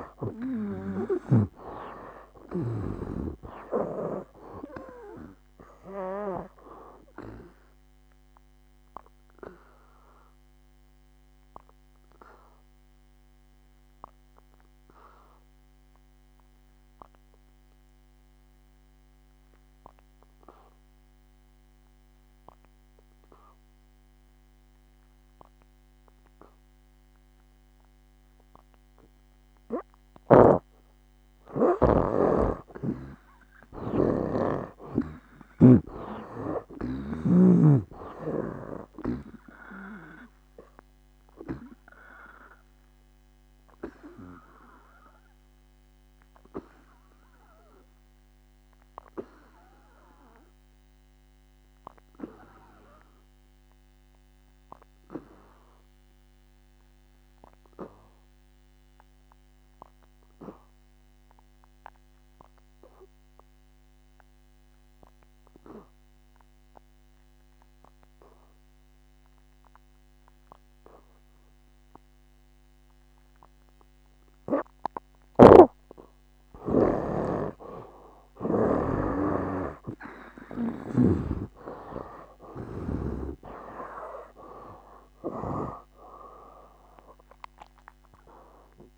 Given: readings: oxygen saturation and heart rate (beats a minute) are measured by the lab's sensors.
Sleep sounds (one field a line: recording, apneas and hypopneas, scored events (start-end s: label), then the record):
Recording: breathing in sleep by a microphone on the trachea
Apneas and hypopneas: 2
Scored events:
0.00-1.00 s: arousal
0.00-3.00 s: snoring (device-marked)
1.50-33.50 s: oxygen desaturation (device-marked, oxygen 94% before, 71% lowest, heart rate 63 before, 59 extreme)
8.00-31.00 s: obstructive apnea (oxygen 94% before, 71% lowest, heart rate 67 before, 59 extreme, up 13 after)
30.50-38.00 s: snoring (device-marked)
34.00-37.00 s: arousal
40.00-75.50 s: obstructive apnea (oxygen 95% before, 73% lowest, heart rate 63 before, 57 extreme, up 17 after)
51.50-66.50 s: oxygen desaturation (device-marked, oxygen 87% before, 73% lowest, heart rate 71 before, 57 extreme)
75.50-79.00 s: snoring (device-marked)
77.50-88.98 s: oxygen desaturation (device-marked, oxygen 97% before, 75% lowest, heart rate 60 before, 57 extreme)
81.00-85.50 s: arousal
81.00-86.00 s: snoring (device-marked)
From the record:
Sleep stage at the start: N2 (light sleep)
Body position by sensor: on the back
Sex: male